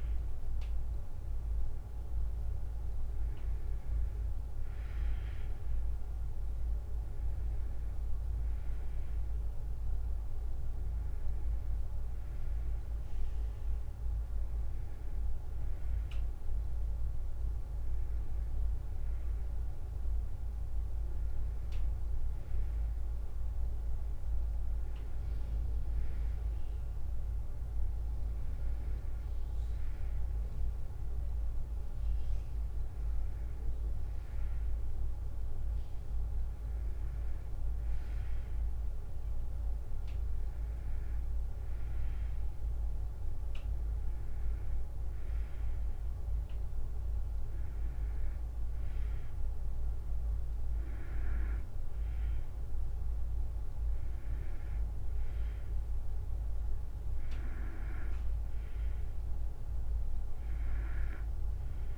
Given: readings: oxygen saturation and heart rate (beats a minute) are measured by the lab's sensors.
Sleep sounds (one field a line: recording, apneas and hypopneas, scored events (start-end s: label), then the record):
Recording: breathing in sleep, hard to hear, by a room microphone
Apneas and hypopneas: none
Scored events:
none scored
From the record:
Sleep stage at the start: N2 (light sleep)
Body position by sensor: on the back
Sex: female